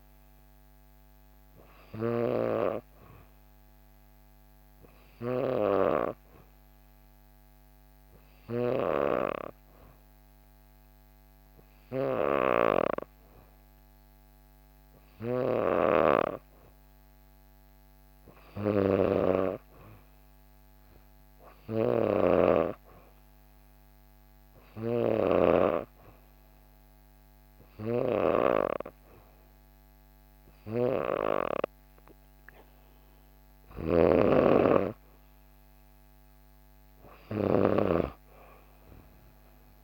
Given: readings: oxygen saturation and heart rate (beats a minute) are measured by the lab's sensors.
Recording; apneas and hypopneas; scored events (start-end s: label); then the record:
breathing in sleep by a microphone on the trachea; 1
5.00-16.00 s: hypopnea (oxygen 94% before, 92% lowest, heart rate 63 before, 64 extreme, up 1 after)
17.50-21.00 s: arousal
21.50-25.00 s: snoring (device-marked)
33.00-39.84 s: snoring (device-marked)
35.50-39.84 s: new sleep stage, N3 (deep sleep)
From the record:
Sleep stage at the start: N2 (light sleep); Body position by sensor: on the back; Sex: female